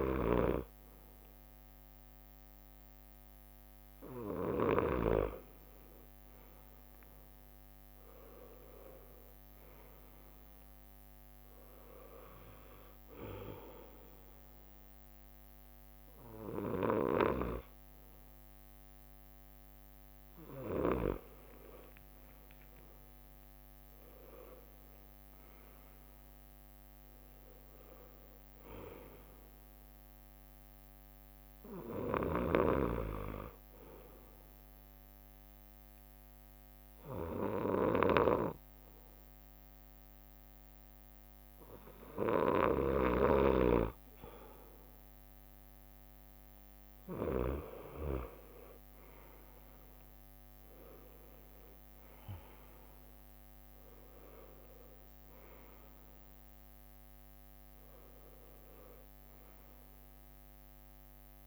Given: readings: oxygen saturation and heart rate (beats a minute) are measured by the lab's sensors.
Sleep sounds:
breathing in sleep by a microphone on the trachea; 1
6.50-16.00 s: leg movement (device-marked)
21.00-29.00 s: leg movement (device-marked)
22.00-24.00 s: long interval between heartbeats (device-marked, heart rate 65 before, 73 extreme)
23.00-27.00 s: arousal
34.00-45.00 s: hypopnea (oxygen 96% before, 93% lowest, heart rate 69 before, 61 extreme, up 6 after)
35.50-46.50 s: drop in pulse transit time (device-marked, heart rate 69 before, 61 extreme)
49.50-61.46 s: oxygen desaturation (device-marked, oxygen 96% before, 93% lowest, heart rate 63 before, 62 extreme)
50.50-55.00 s: arousal
From the record:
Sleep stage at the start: N2 (light sleep); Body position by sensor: on the right side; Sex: male

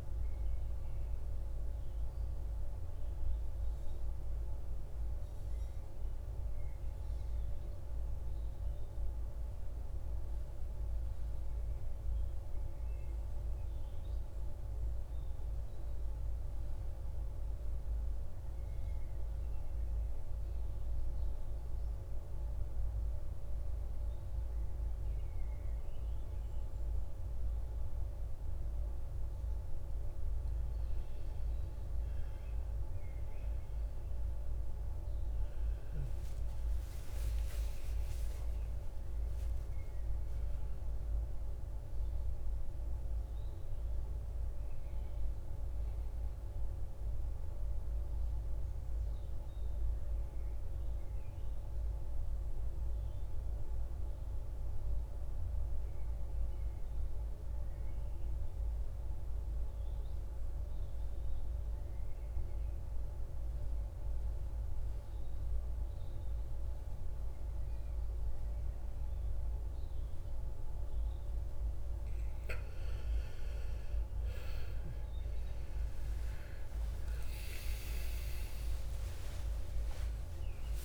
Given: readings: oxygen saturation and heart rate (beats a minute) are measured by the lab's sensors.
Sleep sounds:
breathing in sleep, hard to hear, by a room microphone; 2
0.00-18.50 s: oxygen desaturation (device-marked, oxygen 86% lowest, heart rate 54 extreme)
7.50-28.50 s: central apnea (oxygen 98% before, 86% lowest, heart rate 68 before, 54 extreme, up 15 after)
33.00-38.50 s: arousal
41.50-53.50 s: oxygen desaturation (device-marked, oxygen 99% before, 90% lowest, heart rate 63 before, 53 extreme)
47.50-71.00 s: mixed apnea (oxygen 99% before, 89% lowest, heart rate 67 before, 53 extreme, up 31 after)
71.50-80.85 s: oxygen desaturation (device-marked, oxygen 98% before, 89% lowest, heart rate 56 before, 52 extreme)
73.50-78.00 s: arousal
From the record:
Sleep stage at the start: N2 (light sleep); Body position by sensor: on the back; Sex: male

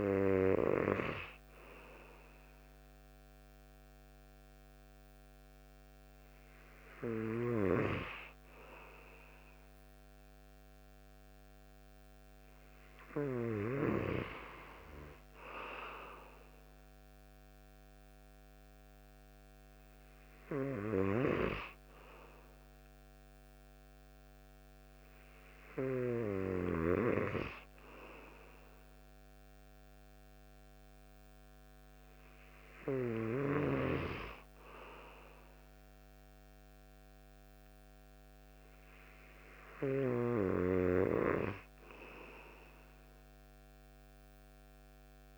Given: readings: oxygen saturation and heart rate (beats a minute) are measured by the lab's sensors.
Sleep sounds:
breathing in sleep by a microphone on the trachea; none
none scored
From the record:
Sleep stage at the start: N2 (light sleep); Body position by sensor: on the right side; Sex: male

